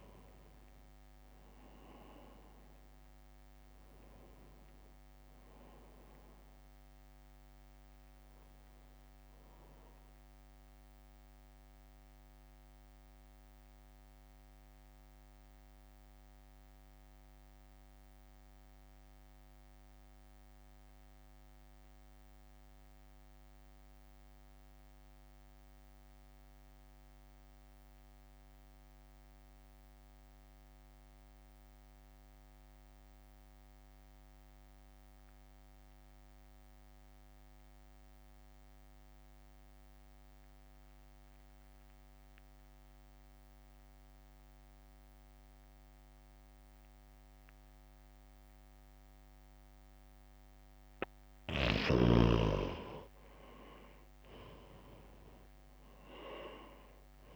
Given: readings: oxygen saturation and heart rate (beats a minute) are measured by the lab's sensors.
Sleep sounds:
breathing in sleep by a microphone on the trachea; 1
0.00-1.50 s: arousal
0.00-14.00 s: drop in pulse transit time (device-marked, heart rate 54 extreme)
0.00-27.00 s: oxygen desaturation (device-marked, oxygen 86% lowest, heart rate 49 extreme)
8.00-49.00 s: mixed apnea (oxygen 98% before, 84% lowest, heart rate 58 before, 49 extreme, up 13 after)
40.00-57.36 s: oxygen desaturation (device-marked, oxygen 98% before, 86% lowest, heart rate 62 before, 49 extreme)
56.00-57.36 s: arousal
From the record:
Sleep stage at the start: N2 (light sleep); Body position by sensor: on the right side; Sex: male

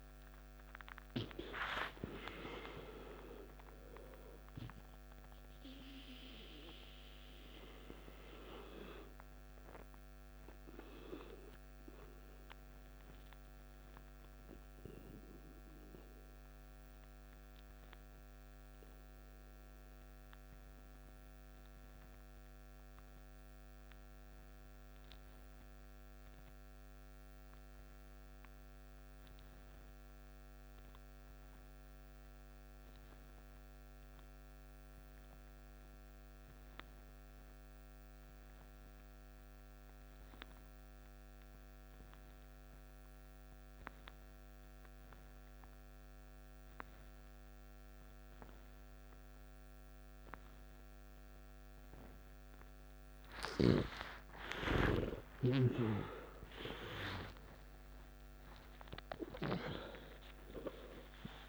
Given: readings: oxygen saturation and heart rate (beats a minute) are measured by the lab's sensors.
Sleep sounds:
breathing in sleep by a microphone on the trachea; 1
0.00-21.50 s: oxygen desaturation (device-marked, oxygen 90% lowest, heart rate 54 extreme)
10.50-53.00 s: mixed apnea (oxygen 97% before, 87% lowest, heart rate 63 before, 54 extreme, up 33 after)
41.50-61.49 s: oxygen desaturation (device-marked, oxygen 98% before, 87% lowest, heart rate 55 before, 53 extreme)
54.50-59.00 s: arousal
58.50-60.50 s: long interval between heartbeats (device-marked, heart rate 57 before, 84 extreme)
From the record:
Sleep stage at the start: N2 (light sleep); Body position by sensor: on the back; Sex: male

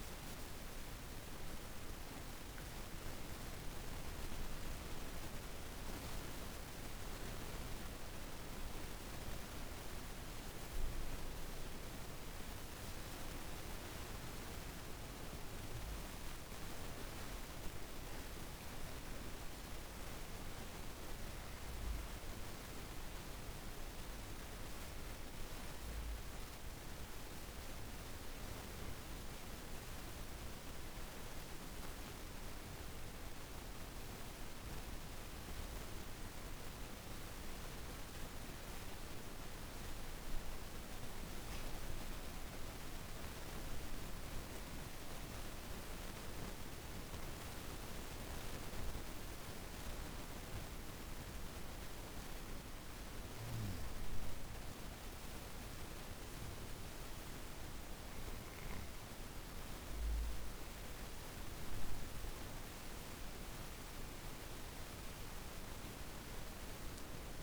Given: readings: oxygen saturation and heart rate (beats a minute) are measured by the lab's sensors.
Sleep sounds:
breathing in sleep, hard to hear, by a room microphone; 2
0.00-3.00 s: oxygen desaturation (device-marked, oxygen 81% lowest, heart rate 49 extreme)
2.00-19.00 s: obstructive apnea (oxygen 98% before, 81% lowest, heart rate 80 before, 49 extreme, up 24 after)
20.00-24.50 s: arousal
20.00-41.00 s: oxygen desaturation (device-marked, oxygen 98% before, 81% lowest, heart rate 52 before, 52 extreme)
35.00-48.00 s: obstructive apnea (oxygen 98% before, 81% lowest, heart rate 60 before, 52 extreme, up 4 after)
51.50-56.50 s: arousal
54.00-67.43 s: oxygen desaturation (device-marked, oxygen 98% before, 90% lowest, heart rate 53 before, 51 extreme)
From the record:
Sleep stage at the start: N2 (light sleep); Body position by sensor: on the back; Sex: female

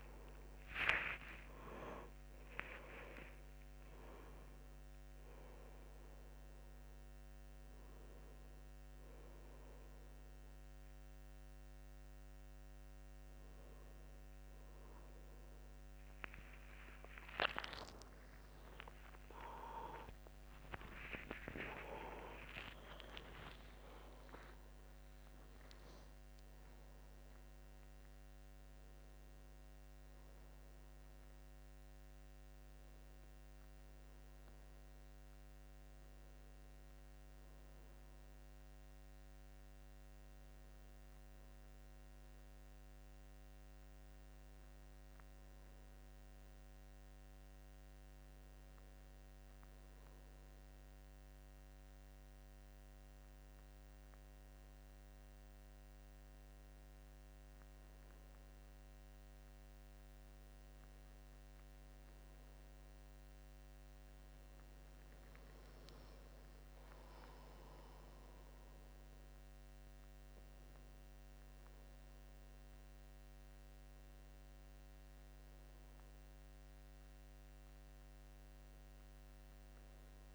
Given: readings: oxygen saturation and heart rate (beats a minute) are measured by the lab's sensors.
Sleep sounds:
a person partly awake in a sleep study, by a microphone on the trachea; none
24.00-80.35 s: new sleep stage, N2 (light sleep)
59.00-80.35 s: oxygen desaturation (device-marked, oxygen 98% before, 93% lowest, heart rate 72 before, 78 extreme)
From the record:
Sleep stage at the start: awake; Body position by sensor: on the back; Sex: male

